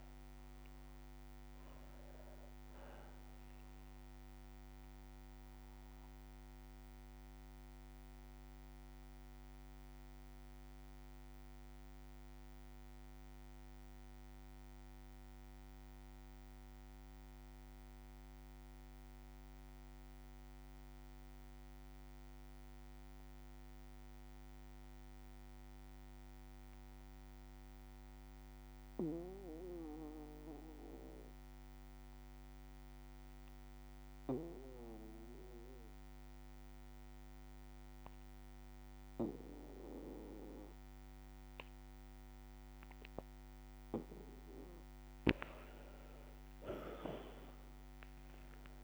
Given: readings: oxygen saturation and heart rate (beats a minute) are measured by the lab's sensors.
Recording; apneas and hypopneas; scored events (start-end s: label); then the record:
breathing in sleep by a microphone on the trachea; 1
0.00-18.50 s: oxygen desaturation (device-marked, oxygen 92% lowest, heart rate 56 extreme)
2.50-23.50 s: bradycardia (device-marked, heart rate 60 before, 56 extreme)
7.00-44.00 s: mixed apnea (oxygen 99% before, 90% lowest, heart rate 61 before, 54 extreme, up 4 after)
33.50-48.84 s: oxygen desaturation (device-marked, oxygen 99% before, 90% lowest, heart rate 58 before, 54 extreme)
45.50-48.50 s: arousal
From the record:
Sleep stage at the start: N2 (light sleep); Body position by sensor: on the back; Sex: male